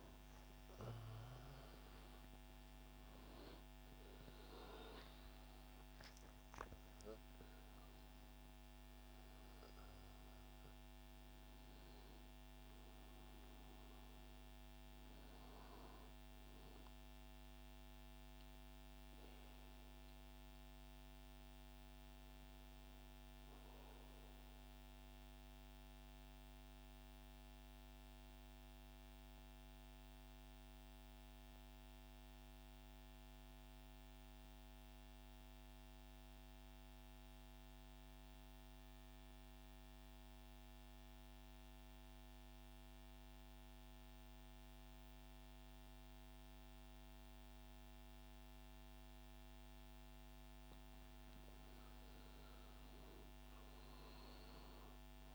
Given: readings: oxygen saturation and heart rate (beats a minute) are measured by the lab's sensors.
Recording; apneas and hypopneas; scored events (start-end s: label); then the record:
breathing in sleep, hard to hear, by a microphone on the trachea; 1
0.00-21.00 s: oxygen desaturation (device-marked, oxygen 86% lowest)
25.00-49.50 s: mixed apnea (oxygen 99% before, 93% lowest)
47.00-55.35 s: oxygen desaturation (device-marked, oxygen 99% before, 93% lowest)
51.50-55.00 s: arousal
From the record:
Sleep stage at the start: N2 (light sleep); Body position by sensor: on the right side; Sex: male